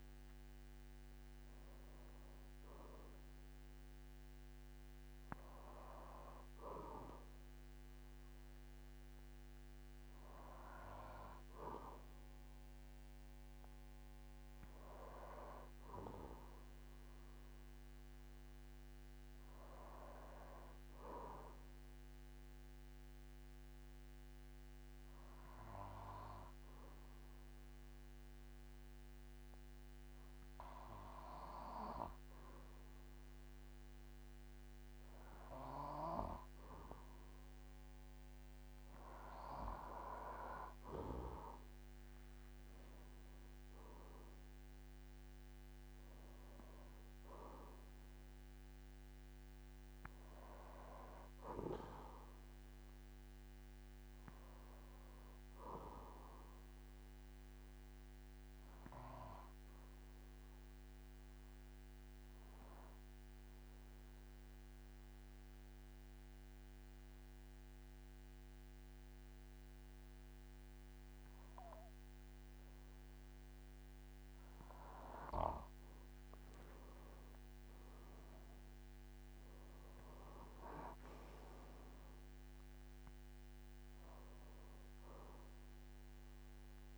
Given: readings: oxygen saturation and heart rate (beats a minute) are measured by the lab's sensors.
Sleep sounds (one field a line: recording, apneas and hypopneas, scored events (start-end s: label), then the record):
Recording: breathing in sleep by a microphone on the trachea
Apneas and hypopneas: 2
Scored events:
18.00-21.50 s: arousal
24.00-37.00 s: hypopnea (oxygen 96% before, 91% lowest, heart rate 56 before, 49 extreme, up 12 after)
42.50-46.00 s: arousal
44.50-65.50 s: oxygen desaturation (device-marked, oxygen 95% before, 92% lowest, heart rate 55 before, 48 extreme)
56.00-74.50 s: obstructive apnea (oxygen 96% before, 90% lowest, heart rate 57 before, 46 extreme, up 14 after)
76.50-86.98 s: oxygen desaturation (device-marked, oxygen 97% before, 90% lowest, heart rate 50 before, 46 extreme)
77.00-81.00 s: arousal
From the record:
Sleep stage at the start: N2 (light sleep)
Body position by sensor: on the back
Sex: male